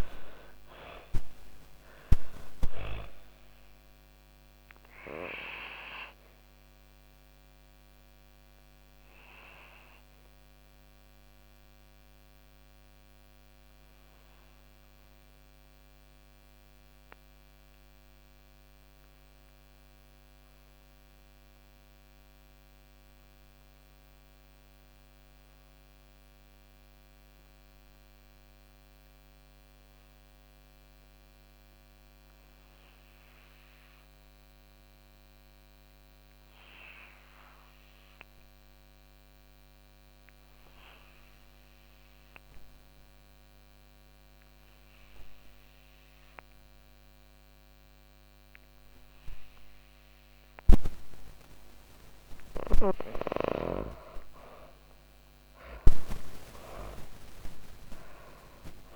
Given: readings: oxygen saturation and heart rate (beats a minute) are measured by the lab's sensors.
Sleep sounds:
breathing in sleep by a microphone on the trachea; 1
0.00-27.00 s: oxygen desaturation (device-marked, oxygen 85% lowest, heart rate 89 extreme)
8.00-51.00 s: obstructive apnea (oxygen 99% before, 79% lowest, heart rate 125 before, 89 extreme, up 40 after)
38.00-58.96 s: oxygen desaturation (device-marked, oxygen 99% before, 79% lowest, heart rate 126 before, 106 extreme)
52.00-58.00 s: snoring (device-marked)
52.50-57.00 s: arousal
From the record:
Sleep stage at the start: N2 (light sleep); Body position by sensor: on the back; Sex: female

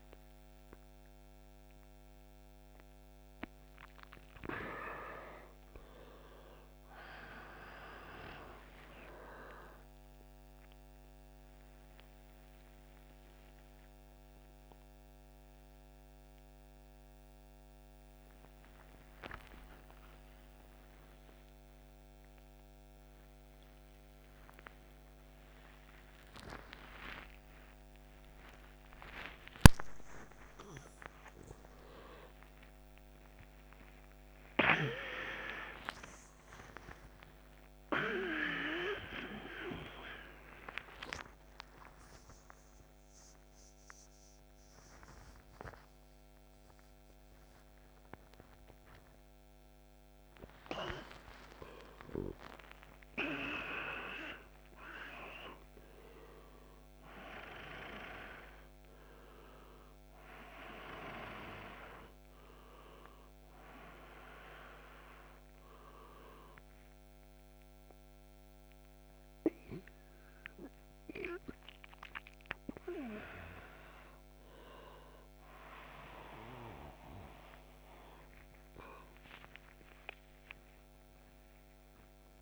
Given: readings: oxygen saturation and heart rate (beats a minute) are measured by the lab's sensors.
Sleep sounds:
a person awake in a sleep study, by a microphone on the trachea; none
34.50-42.50 s: oxygen desaturation (device-marked, oxygen 99% before, 94% lowest, heart rate 106 before, 126 extreme)
From the record:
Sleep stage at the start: awake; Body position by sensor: upright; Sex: male

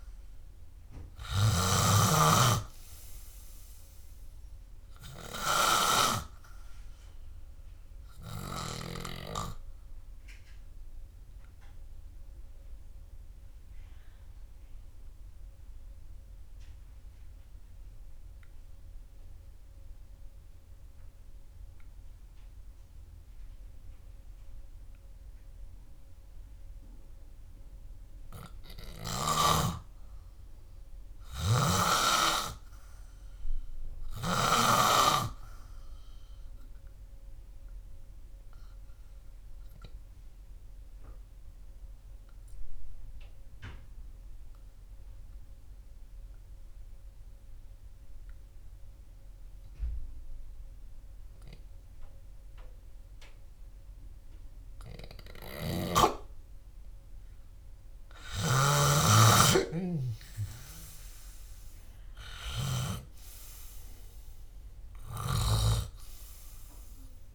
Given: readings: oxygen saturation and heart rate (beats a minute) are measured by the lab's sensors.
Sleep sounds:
breathing in sleep by a room microphone; 2
0.00-1.00 s: arousal
0.00-10.50 s: oxygen desaturation (device-marked, oxygen 90% lowest, heart rate 60 extreme)
12.00-29.00 s: obstructive apnea (oxygen 95% before, 92% lowest, heart rate 65 before, 60 extreme, up 1 after)
28.50-40.50 s: oxygen desaturation (device-marked, oxygen 97% before, 92% lowest, heart rate 68 before, 55 extreme)
31.50-34.50 s: arousal
39.50-55.50 s: hypopnea (oxygen 97% before, 92% lowest, heart rate 64 before, 55 extreme, up 5 after)
56.00-63.50 s: snoring (device-marked)
57.50-61.50 s: arousal
58.50-67.35 s: oxygen desaturation (device-marked, oxygen 98% before, 92% lowest, heart rate 63 before, 63 extreme)
From the record:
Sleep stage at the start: N2 (light sleep); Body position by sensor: on the back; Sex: male

